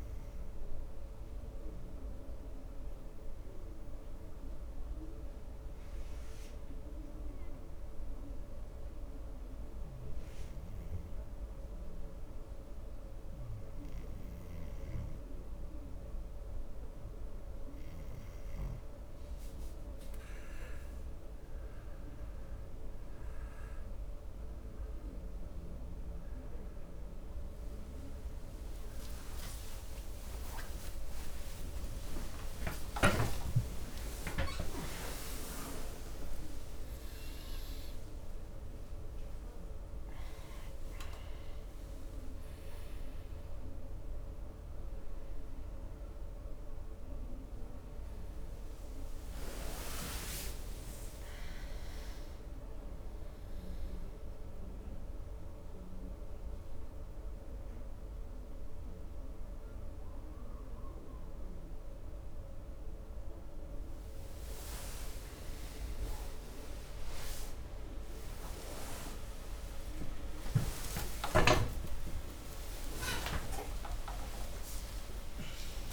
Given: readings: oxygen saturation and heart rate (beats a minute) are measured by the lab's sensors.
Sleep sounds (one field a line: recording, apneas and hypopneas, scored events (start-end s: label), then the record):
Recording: a person awake in a sleep study, by a room microphone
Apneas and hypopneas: 1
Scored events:
0.00-6.50 s: oxygen desaturation (device-marked, oxygen 91% lowest, heart rate 61 extreme)
3.00-18.00 s: obstructive apnea (oxygen 96% before, 92% lowest, heart rate 68 before, 61 extreme, up 8 after)
20.50-75.93 s: new sleep stage, awake
From the record:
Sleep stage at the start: N2 (light sleep)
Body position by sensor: on the right side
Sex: male